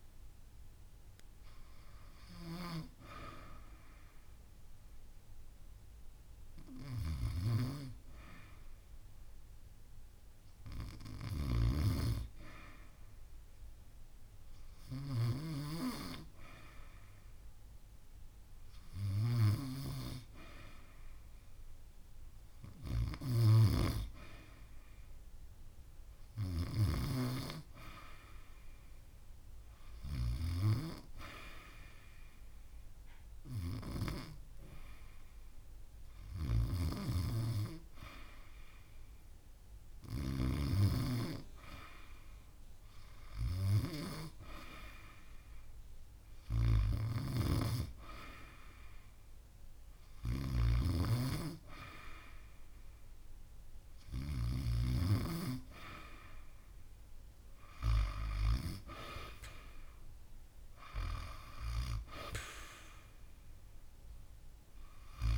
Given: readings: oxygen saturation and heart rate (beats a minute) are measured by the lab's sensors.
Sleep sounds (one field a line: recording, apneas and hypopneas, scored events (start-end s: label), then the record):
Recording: breathing in sleep by a room microphone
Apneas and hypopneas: 1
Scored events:
0.00-3.50 s: arousal
6.50-42.50 s: hypopnea (oxygen 95% before, 90% lowest)
16.00-18.00 s: long interval between heartbeats (device-marked)
25.00-47.00 s: oxygen desaturation (device-marked, oxygen 95% before, 90% lowest)
46.00-49.00 s: arousal
From the record:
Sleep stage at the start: REM sleep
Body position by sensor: on the back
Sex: female